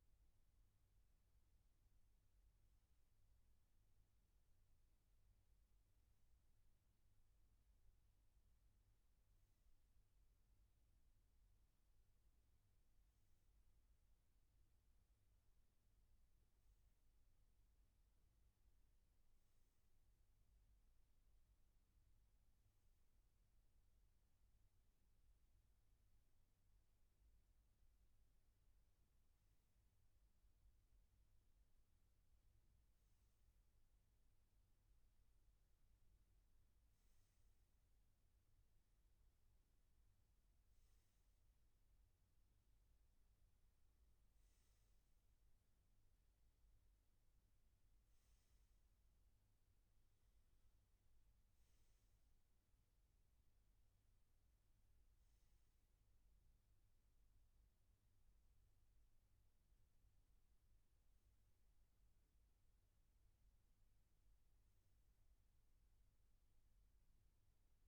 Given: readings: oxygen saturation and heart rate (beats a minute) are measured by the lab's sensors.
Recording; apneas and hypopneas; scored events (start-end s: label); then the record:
breathing in sleep, hard to hear, by a room microphone; none
none scored
From the record:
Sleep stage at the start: N1 (lightest sleep); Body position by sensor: on the back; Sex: male